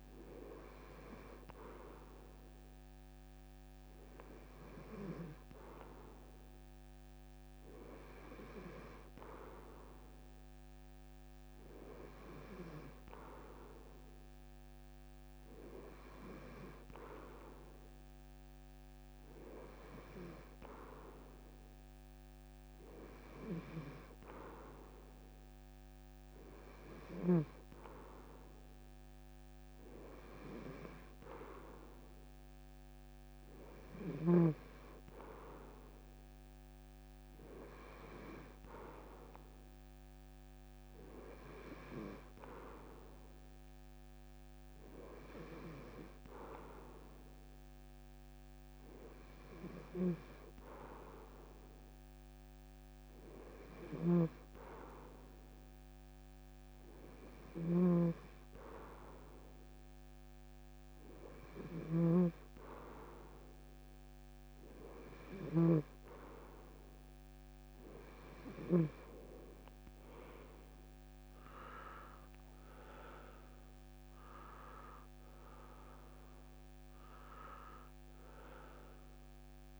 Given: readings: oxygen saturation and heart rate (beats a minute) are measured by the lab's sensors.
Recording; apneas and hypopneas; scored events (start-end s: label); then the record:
breathing in sleep by a microphone on the trachea; none
53.50-68.50 s: snoring (device-marked)
From the record:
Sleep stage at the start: N2 (light sleep); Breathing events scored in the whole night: 235 in 4.4 hours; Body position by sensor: on the front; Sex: male